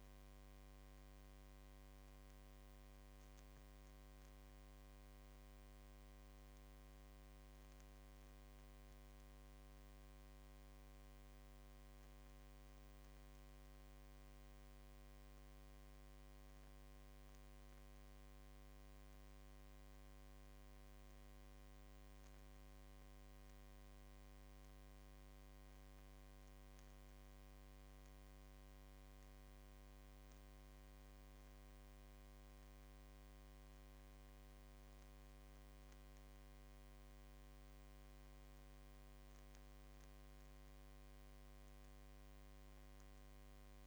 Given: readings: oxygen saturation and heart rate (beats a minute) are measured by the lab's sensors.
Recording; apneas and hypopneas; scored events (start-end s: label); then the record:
breathing in sleep, hard to hear, by a microphone on the trachea; none
none scored
From the record:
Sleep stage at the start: N1 (lightest sleep); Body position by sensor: on the left side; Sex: male